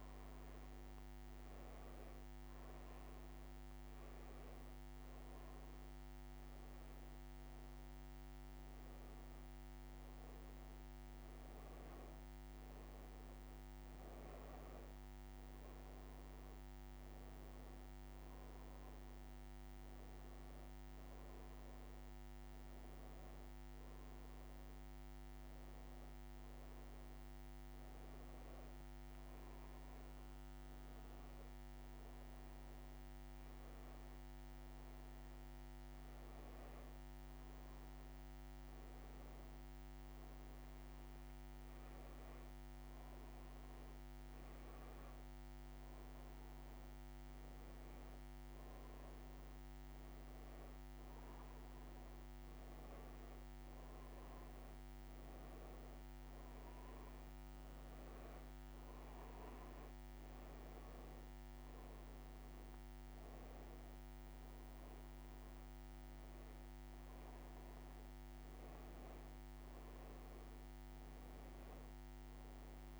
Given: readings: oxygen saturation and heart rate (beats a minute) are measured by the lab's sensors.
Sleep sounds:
breathing in sleep, hard to hear, by a microphone on the trachea; none
none scored
From the record:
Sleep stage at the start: N2 (light sleep); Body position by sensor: on the back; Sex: female

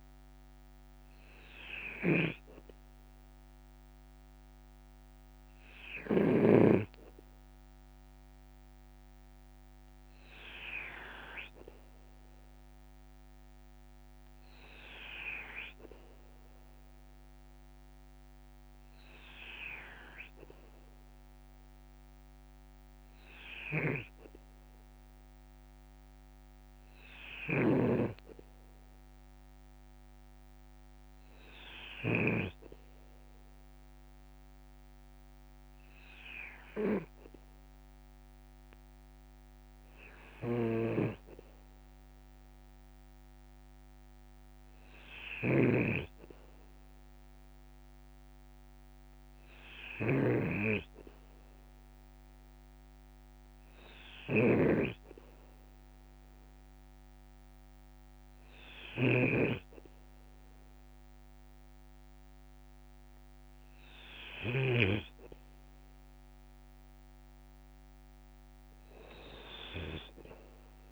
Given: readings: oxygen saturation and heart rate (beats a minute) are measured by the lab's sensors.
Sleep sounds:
breathing in sleep by a microphone on the trachea; none
0.00-1.50 s: arousal
2.00-7.00 s: snoring (device-marked)
7.00-32.00 s: oxygen desaturation (device-marked, oxygen 97% before, 94% lowest, heart rate 56 before, 55 extreme)
24.00-32.50 s: snoring (device-marked)
40.50-65.00 s: snoring (device-marked)
From the record:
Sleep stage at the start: N2 (light sleep); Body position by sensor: on the back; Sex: male

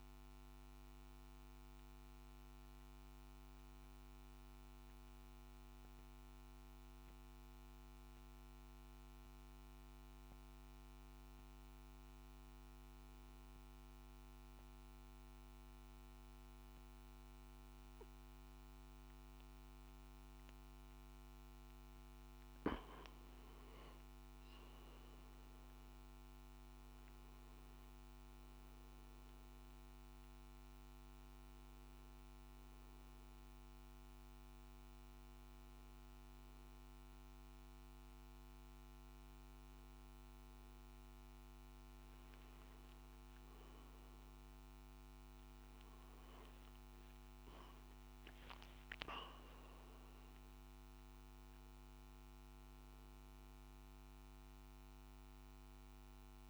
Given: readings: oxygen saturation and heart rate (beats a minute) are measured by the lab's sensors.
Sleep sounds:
breathing in sleep, hard to hear, by a microphone on the trachea; 1
3.00-23.00 s: mixed apnea (oxygen 95% before, 90% lowest, heart rate 65 before, 55 extreme, up 10 after)
25.50-49.50 s: oxygen desaturation (device-marked, oxygen 99% before, 91% lowest, heart rate 57 before, 56 extreme)
27.50-56.50 s: new sleep stage, N1 (lightest sleep)
43.50-48.00 s: arousal
From the record:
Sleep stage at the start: N2 (light sleep); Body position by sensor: on the back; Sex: male

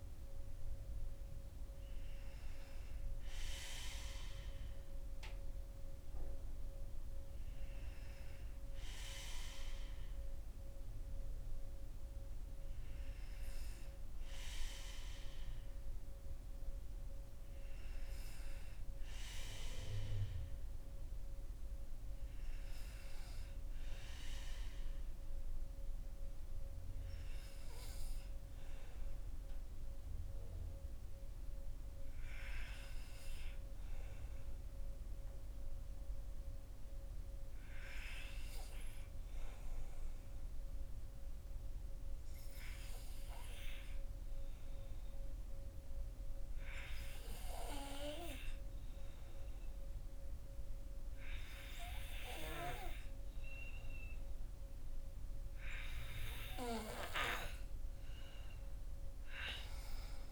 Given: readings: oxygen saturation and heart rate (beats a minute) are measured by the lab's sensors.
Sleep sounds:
breathing in sleep by a room microphone; 1
41.00-56.00 s: hypopnea (oxygen 98% before, 94% lowest, heart rate 56 before, 47 extreme, up 13 after)
58.00-60.32 s: arousal
From the record:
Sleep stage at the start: N2 (light sleep); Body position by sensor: on the back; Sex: male

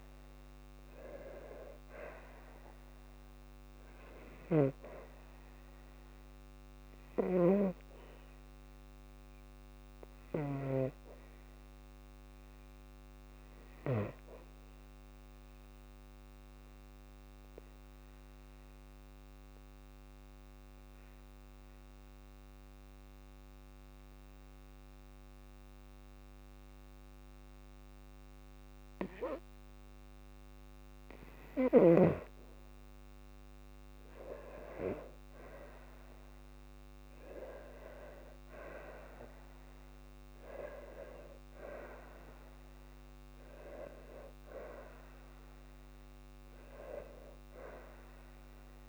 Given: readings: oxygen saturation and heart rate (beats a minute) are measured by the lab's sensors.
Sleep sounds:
breathing in sleep by a microphone on the trachea; 1
18.00-31.00 s: obstructive apnea (oxygen 98% before, 92% lowest, heart rate 55 before, 52 extreme, up 5 after)
21.50-32.50 s: oxygen desaturation (device-marked, oxygen 97% before, 94% lowest, heart rate 54 before, 53 extreme)
33.50-38.00 s: arousal
From the record:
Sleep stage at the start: N2 (light sleep); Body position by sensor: on the back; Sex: female

